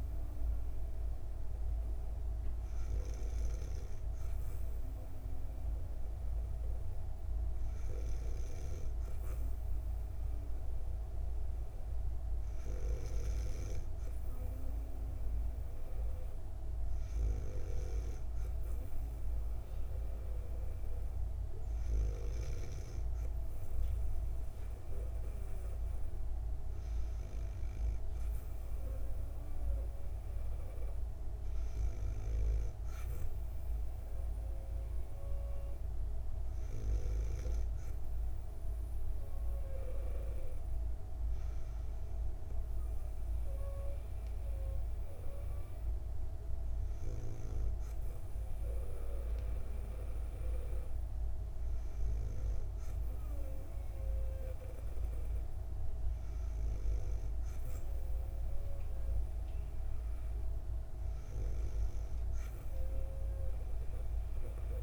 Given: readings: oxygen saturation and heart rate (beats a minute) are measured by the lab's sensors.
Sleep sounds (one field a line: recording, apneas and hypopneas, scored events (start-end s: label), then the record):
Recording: breathing in sleep by a room microphone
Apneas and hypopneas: none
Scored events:
none scored
From the record:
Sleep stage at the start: N2 (light sleep)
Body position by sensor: on the back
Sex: female